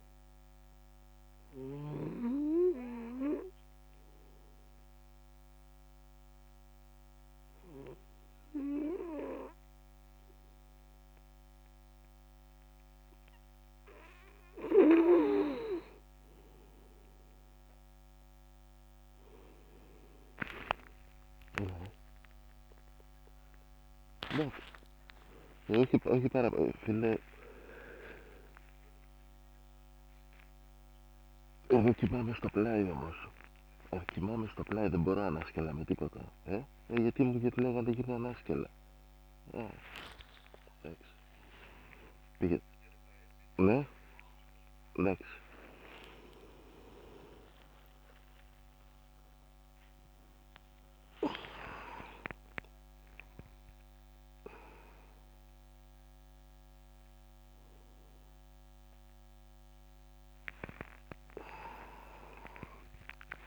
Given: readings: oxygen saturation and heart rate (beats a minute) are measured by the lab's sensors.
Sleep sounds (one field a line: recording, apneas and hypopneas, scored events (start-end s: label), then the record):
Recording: a person partly awake in a sleep study, by a microphone on the trachea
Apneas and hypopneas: 1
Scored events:
1.00-13.50 s: obstructive apnea (oxygen 98% before, 96% lowest)
32.50-63.47 s: new sleep stage, awake
From the record:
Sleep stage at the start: N2 (light sleep)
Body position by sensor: on the back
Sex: male